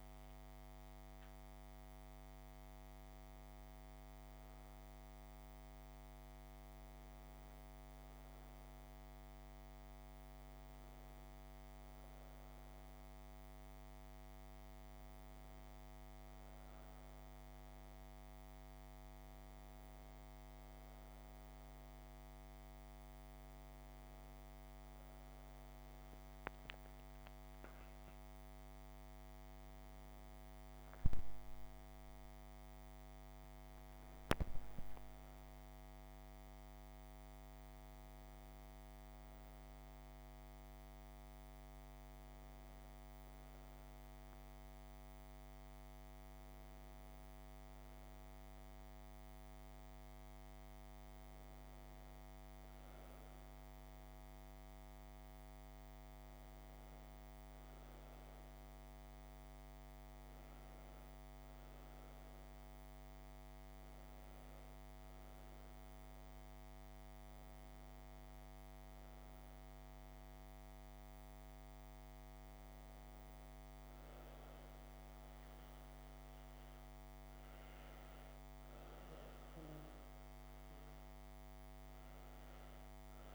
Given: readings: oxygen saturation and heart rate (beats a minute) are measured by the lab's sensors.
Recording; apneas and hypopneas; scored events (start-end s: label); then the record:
a person partly awake in a sleep study, hard to hear, by a microphone on the trachea; none
21.50-51.50 s: new sleep stage, awake
51.50-81.50 s: new sleep stage, N1 (lightest sleep)
81.50-83.35 s: new sleep stage, N2 (light sleep)
From the record:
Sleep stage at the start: N2 (light sleep); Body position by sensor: on the back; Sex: female